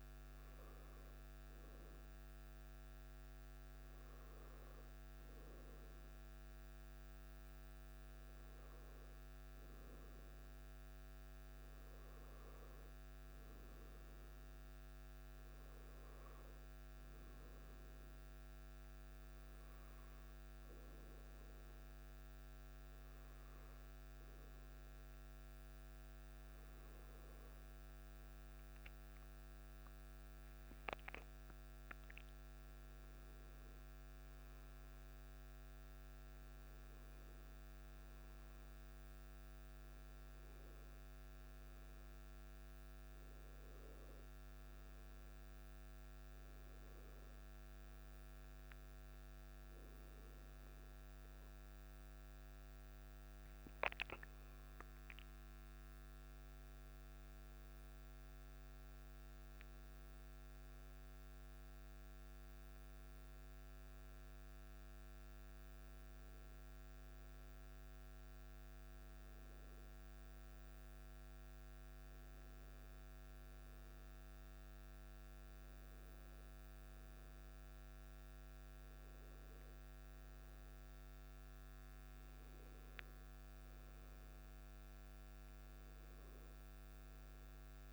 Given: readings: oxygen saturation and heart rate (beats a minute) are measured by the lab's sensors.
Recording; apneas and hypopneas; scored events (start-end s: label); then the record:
breathing in sleep, hard to hear, by a microphone on the trachea; none
none scored
From the record:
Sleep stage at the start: N1 (lightest sleep); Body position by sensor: on the back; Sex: male